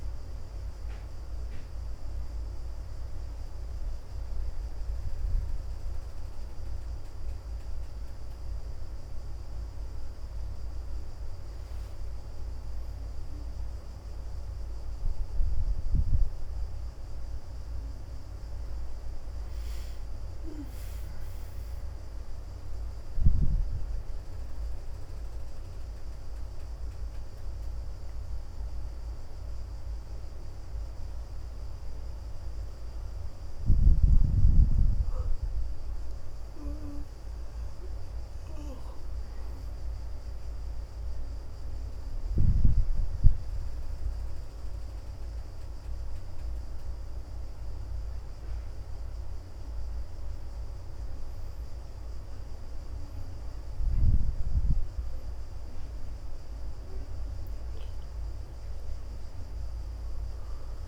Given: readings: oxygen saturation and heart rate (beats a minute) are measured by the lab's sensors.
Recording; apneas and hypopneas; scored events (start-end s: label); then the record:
a person awake in a sleep study, by a room microphone; none
0.00-8.00 s: oxygen desaturation (device-marked, oxygen 93% before, 88% lowest, heart rate 81 before, 76 extreme)
27.00-33.00 s: oxygen desaturation (device-marked, oxygen 89% before, 85% lowest, heart rate 79 before, 75 extreme)
59.00-60.88 s: oxygen desaturation (device-marked, oxygen 93% before, 87% lowest, heart rate 78 before, 77 extreme)
60.00-60.88 s: new sleep stage, N1 (lightest sleep)
From the record:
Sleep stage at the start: awake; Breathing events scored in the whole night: 213 in 3.1 hours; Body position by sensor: on the right side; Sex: female